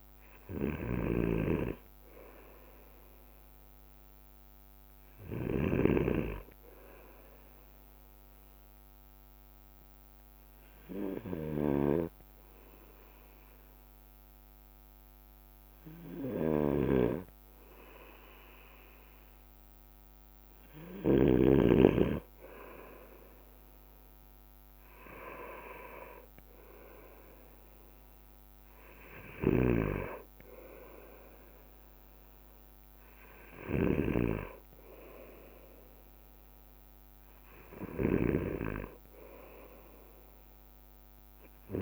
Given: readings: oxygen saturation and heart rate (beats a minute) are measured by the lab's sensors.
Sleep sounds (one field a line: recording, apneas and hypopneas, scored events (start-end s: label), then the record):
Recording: breathing in sleep by a microphone on the trachea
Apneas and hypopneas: 1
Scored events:
0.00-21.50 s: snoring (device-marked)
0.00-41.82 s: bradycardia (device-marked, heart rate 55 extreme)
9.50-21.00 s: hypopnea (oxygen 92% before, 91% lowest, heart rate 57 before, 55 extreme, up 2 after)
24.00-27.50 s: arousal
29.50-41.82 s: snoring (device-marked)
From the record:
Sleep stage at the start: N2 (light sleep)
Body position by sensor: on the right side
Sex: male